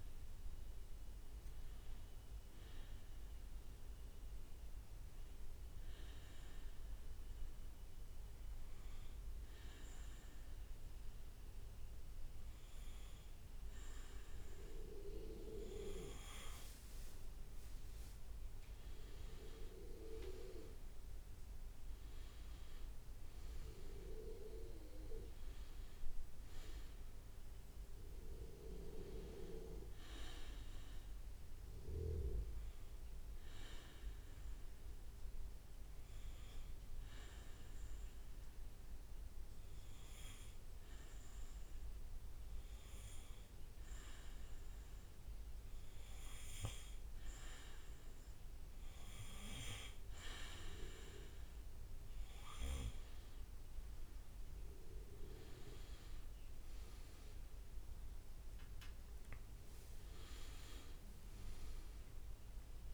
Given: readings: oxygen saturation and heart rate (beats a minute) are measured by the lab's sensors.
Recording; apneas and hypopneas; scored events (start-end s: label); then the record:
breathing in sleep by a room microphone; 2
0.00-1.00 s: arousal
5.00-17.00 s: obstructive apnea (oxygen 99% before, 93% lowest, heart rate 66 before, 66 extreme, up 5 after)
16.50-19.00 s: leg movement (device-marked)
19.50-23.50 s: arousal
35.00-47.50 s: obstructive apnea (oxygen 98% before, 93% lowest, heart rate 69 before, 67 extreme, up 1 after)
53.00-62.94 s: oxygen desaturation (device-marked, oxygen 98% before, 93% lowest, heart rate 69 before, 64 extreme)
55.00-59.00 s: arousal
56.50-62.94 s: leg movement (device-marked)
From the record:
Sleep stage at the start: N2 (light sleep); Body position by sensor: on the back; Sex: male